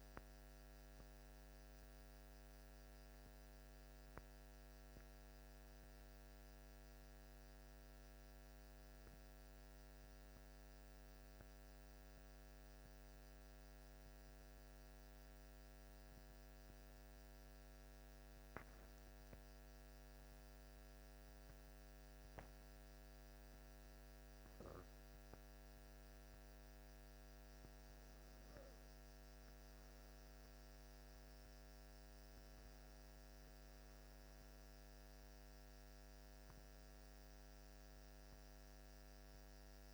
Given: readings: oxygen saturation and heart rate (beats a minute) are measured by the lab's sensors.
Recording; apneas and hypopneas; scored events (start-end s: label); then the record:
breathing in sleep, hard to hear, by a microphone on the trachea; none
7.00-39.94 s: new sleep stage, N2 (light sleep)
23.50-28.00 s: arousal
26.00-39.94 s: oxygen desaturation (device-marked, oxygen 96% before, 93% lowest, heart rate 59 before, 57 extreme)
From the record:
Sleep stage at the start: N1 (lightest sleep); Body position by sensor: on the back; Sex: male